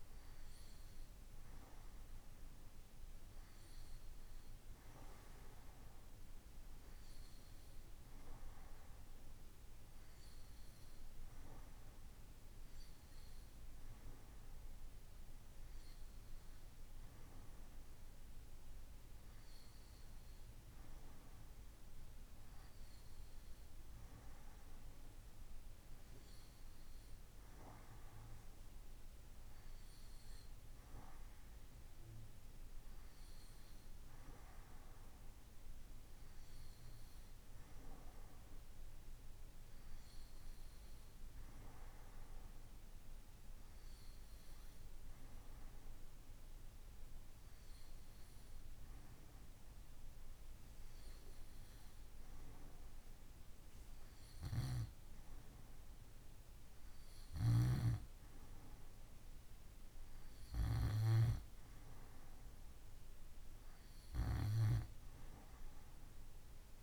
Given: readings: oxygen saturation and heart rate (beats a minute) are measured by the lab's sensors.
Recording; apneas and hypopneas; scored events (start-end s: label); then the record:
breathing in sleep by a room microphone; none
none scored
From the record:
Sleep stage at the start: N2 (light sleep); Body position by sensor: on the right side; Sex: male